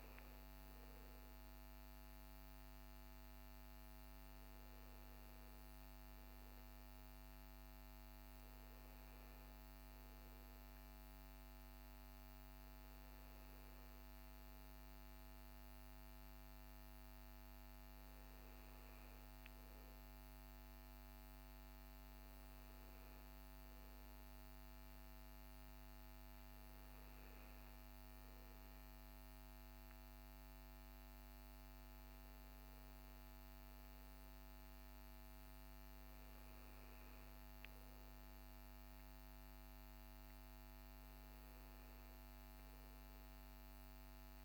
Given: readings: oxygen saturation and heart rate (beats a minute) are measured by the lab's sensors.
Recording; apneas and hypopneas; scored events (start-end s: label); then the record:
breathing in sleep, hard to hear, by a microphone on the trachea; none
none scored
From the record:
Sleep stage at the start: N2 (light sleep); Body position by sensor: on the back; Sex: male